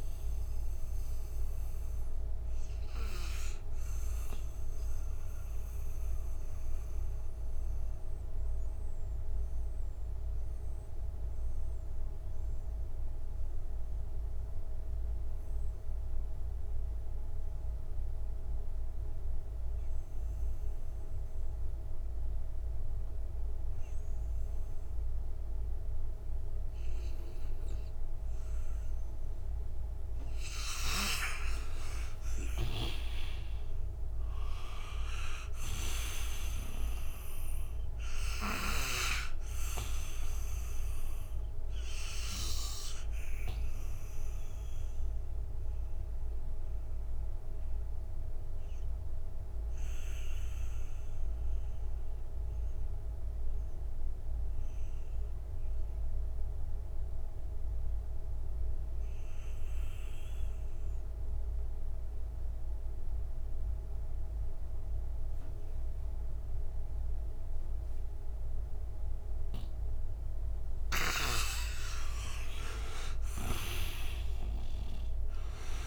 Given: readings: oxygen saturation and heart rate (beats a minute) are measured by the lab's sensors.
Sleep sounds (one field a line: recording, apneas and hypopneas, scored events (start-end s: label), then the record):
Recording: breathing in sleep by a room microphone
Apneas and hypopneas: 2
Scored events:
0.00-26.50 s: oxygen desaturation (device-marked, oxygen 79% lowest, heart rate 58 extreme)
0.50-30.00 s: mixed apnea (oxygen 97% before, 79% lowest, heart rate 69 before, 60 extreme, up 15 after)
31.00-35.50 s: arousal
32.00-38.50 s: snoring (device-marked)
36.50-64.50 s: oxygen desaturation (device-marked, oxygen 99% before, 86% lowest, heart rate 64 before, 58 extreme)
42.00-71.00 s: mixed apnea (oxygen 99% before, 84% lowest, heart rate 66 before, 58 extreme, up 18 after)
72.00-75.86 s: arousal
From the record:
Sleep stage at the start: N2 (light sleep)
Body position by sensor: on the right side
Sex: male